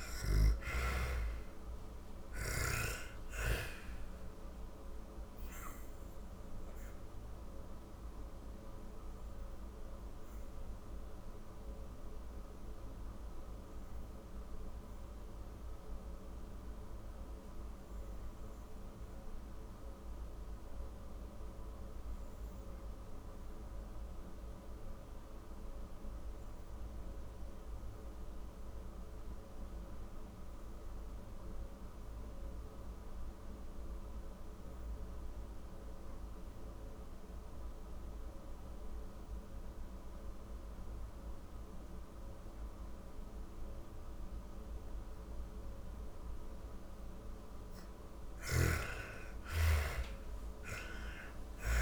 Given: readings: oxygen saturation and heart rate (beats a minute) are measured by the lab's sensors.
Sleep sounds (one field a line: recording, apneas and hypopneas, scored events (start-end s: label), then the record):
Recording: breathing in sleep by a room microphone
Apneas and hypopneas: 1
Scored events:
0.00-26.00 s: oxygen desaturation (device-marked, oxygen 83% lowest, heart rate 39 extreme)
3.50-45.50 s: obstructive apnea (oxygen 99% before, 80% lowest, heart rate 57 before, 39 extreme, up 25 after)
40.00-51.82 s: oxygen desaturation (device-marked, oxygen 98% before, 80% lowest, heart rate 46 before, 41 extreme)
46.50-50.50 s: snoring (device-marked)
47.00-51.82 s: arousal
From the record:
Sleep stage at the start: N2 (light sleep)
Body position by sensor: on the back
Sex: female